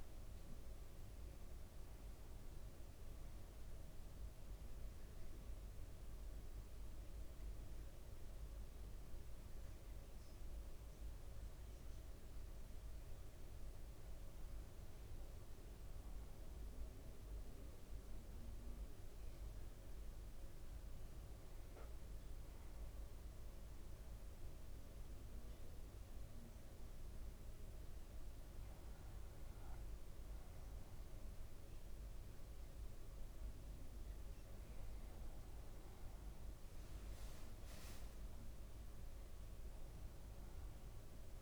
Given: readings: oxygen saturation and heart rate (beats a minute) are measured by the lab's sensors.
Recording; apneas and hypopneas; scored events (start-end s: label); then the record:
breathing in sleep, hard to hear, by a room microphone; 1
3.00-13.50 s: central apnea (oxygen 99% before, 96% lowest, heart rate 59 before, 54 extreme, up 3 after)
36.00-38.50 s: leg movement (device-marked)
36.00-40.50 s: arousal
From the record:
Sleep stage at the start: N2 (light sleep); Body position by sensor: on the back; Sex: male